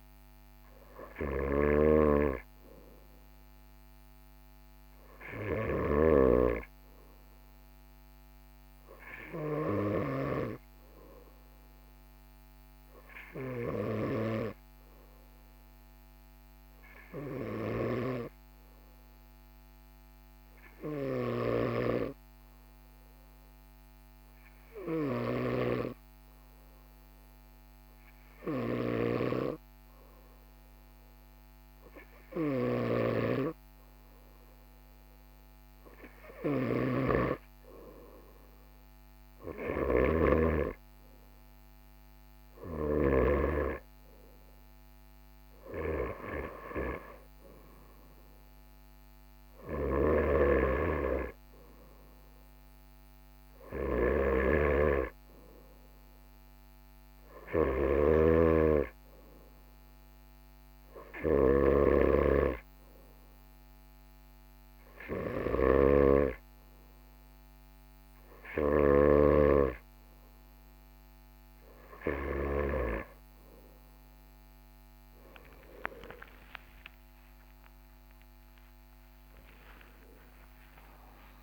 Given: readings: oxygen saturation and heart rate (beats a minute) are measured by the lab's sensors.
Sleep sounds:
breathing in sleep by a microphone on the trachea; 1
0.00-6.00 s: snoring (device-marked)
14.00-36.00 s: hypopnea (oxygen 97% before, 96% lowest, heart rate 43 before, 42 extreme, up 2 after)
36.50-43.50 s: snoring (device-marked)
37.50-40.50 s: arousal
54.50-69.50 s: snoring (device-marked)
75.50-80.00 s: arousal
From the record:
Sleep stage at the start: N2 (light sleep); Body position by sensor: on the right side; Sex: male

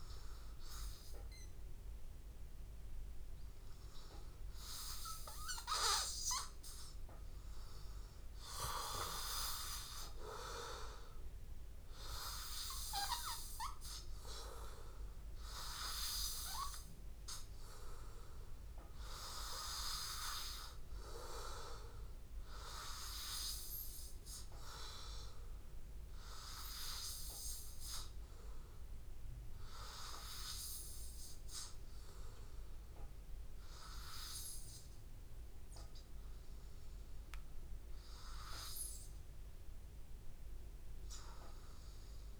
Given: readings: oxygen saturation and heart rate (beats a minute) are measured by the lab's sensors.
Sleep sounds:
breathing in sleep by a room microphone; 1
2.50-6.00 s: arousal
8.50-21.00 s: hypopnea (oxygen 97% before, 92% lowest, heart rate 83 before, 84 extreme, up 2 after)
27.00-31.50 s: arousal
From the record:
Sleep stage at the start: N2 (light sleep); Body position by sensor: on the back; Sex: male

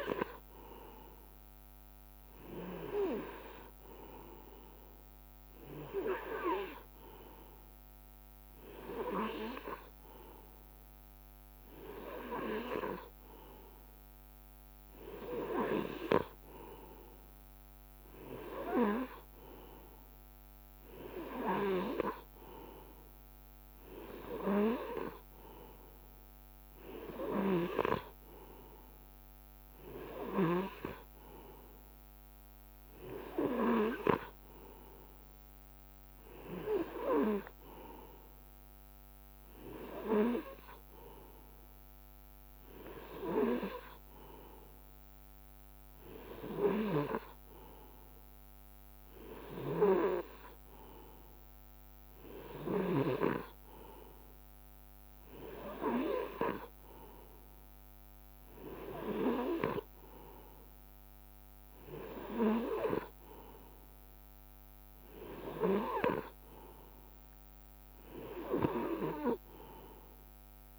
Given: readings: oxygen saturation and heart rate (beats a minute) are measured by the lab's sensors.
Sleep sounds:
breathing in sleep by a microphone on the trachea; none
3.00-5.00 s: long interval between heartbeats (device-marked, heart rate 66 before, 77 extreme)
From the record:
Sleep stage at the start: N2 (light sleep); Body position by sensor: on the right side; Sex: male

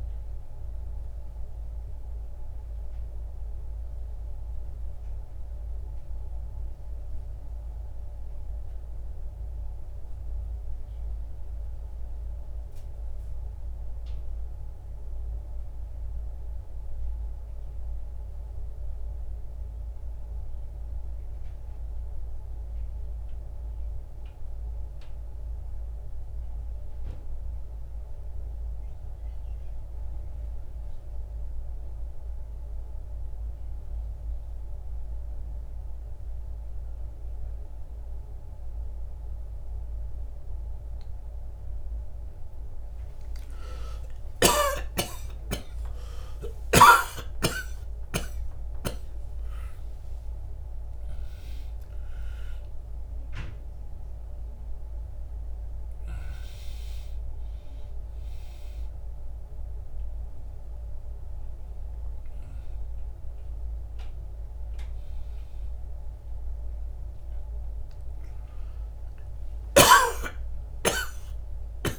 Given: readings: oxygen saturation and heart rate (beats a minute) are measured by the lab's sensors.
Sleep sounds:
a person partly awake in a sleep study, by a room microphone; 1
0.00-20.00 s: oxygen desaturation (device-marked, oxygen 79% lowest, heart rate 48 extreme)
4.50-42.00 s: mixed apnea (oxygen 95% before, 79% lowest, heart rate 82 before, 56 extreme, up 22 after)
40.00-71.99 s: oxygen desaturation (device-marked, oxygen 98% before, 82% lowest, heart rate 65 before, 63 extreme)
47.00-71.99 s: new sleep stage, awake
From the record:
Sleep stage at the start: N2 (light sleep); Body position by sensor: on the back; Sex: male

